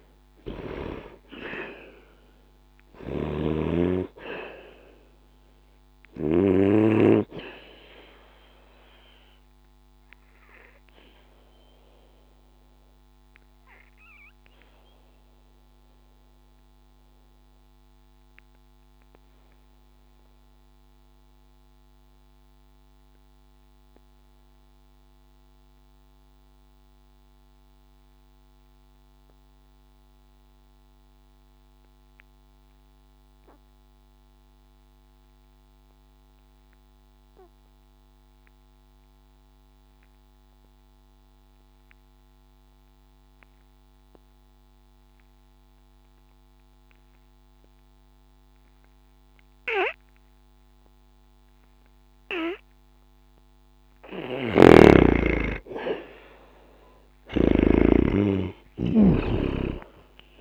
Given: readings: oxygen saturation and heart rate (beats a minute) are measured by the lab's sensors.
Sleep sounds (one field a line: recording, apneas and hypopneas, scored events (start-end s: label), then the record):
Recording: breathing in sleep by a microphone on the trachea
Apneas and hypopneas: 1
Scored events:
0.00-33.50 s: oxygen desaturation (device-marked, oxygen 82% lowest, heart rate 59 extreme)
8.50-55.50 s: obstructive apnea (oxygen 98% before, 76% lowest, heart rate 61 before, 60 extreme, up 20 after)
47.50-60.41 s: oxygen desaturation (device-marked, oxygen 98% before, 76% lowest, heart rate 60 before, 61 extreme)
54.00-60.41 s: snoring (device-marked)
58.00-60.41 s: arousal
From the record:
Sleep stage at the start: N2 (light sleep)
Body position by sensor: on the back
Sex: male